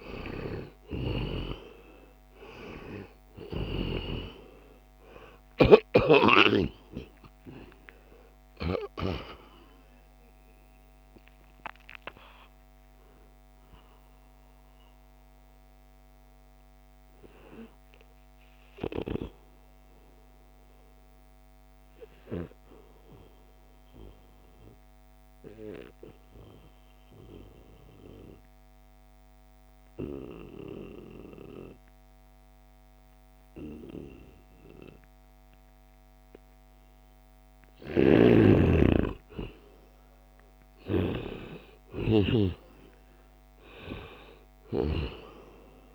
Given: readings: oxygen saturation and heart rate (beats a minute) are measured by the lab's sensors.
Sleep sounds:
breathing in sleep by a microphone on the trachea; 1
0.00-1.00 s: snoring (device-marked)
0.00-5.00 s: oxygen desaturation (device-marked, oxygen 92% lowest, heart rate 69 extreme)
12.00-26.00 s: oxygen desaturation (device-marked, oxygen 94% before, 87% lowest, heart rate 74 before, 71 extreme)
25.50-37.00 s: obstructive apnea (oxygen 96% before, 90% lowest, heart rate 82 before, 71 extreme, up 4 after)
37.50-42.00 s: snoring (device-marked)
38.50-42.00 s: arousal
44.00-45.95 s: oxygen desaturation (device-marked, oxygen 96% before, 92% lowest, heart rate 72 before, 67 extreme)
From the record:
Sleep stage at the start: N2 (light sleep); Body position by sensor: on the back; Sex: male

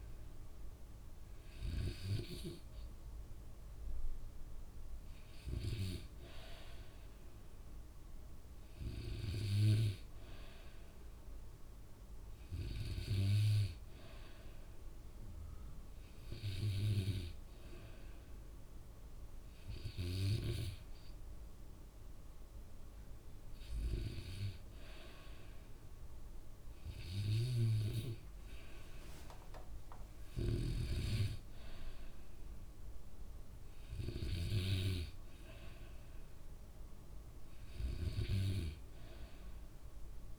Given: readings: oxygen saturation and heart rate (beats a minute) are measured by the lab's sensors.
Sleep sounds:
breathing in sleep by a room microphone; none
none scored
From the record:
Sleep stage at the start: N2 (light sleep); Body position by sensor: on the back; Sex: male

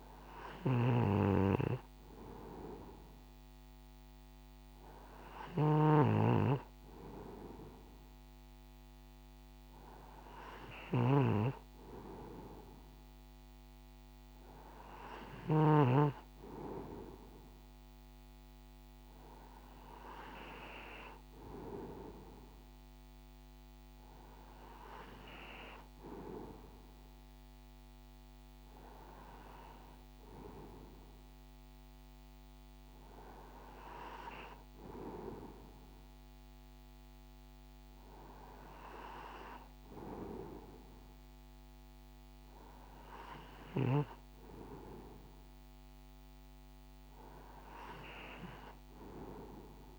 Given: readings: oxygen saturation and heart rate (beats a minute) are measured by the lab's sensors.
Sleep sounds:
breathing in sleep by a microphone on the trachea; none
0.00-15.50 s: snoring (device-marked)
From the record:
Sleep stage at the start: N2 (light sleep); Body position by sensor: on the right side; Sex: male

